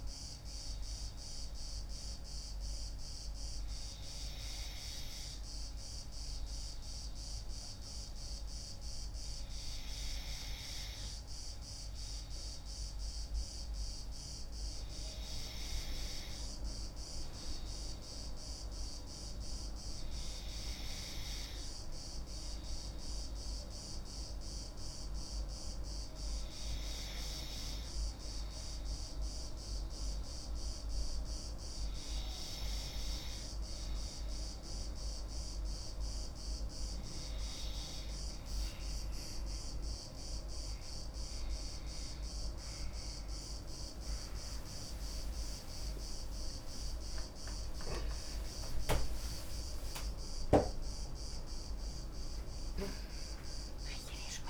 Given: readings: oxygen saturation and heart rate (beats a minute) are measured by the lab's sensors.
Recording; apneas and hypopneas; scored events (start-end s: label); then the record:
a person partly awake in a sleep study, by a room microphone; none
34.50-54.50 s: new sleep stage, awake
From the record:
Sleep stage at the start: N2 (light sleep); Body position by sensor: on the left side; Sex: female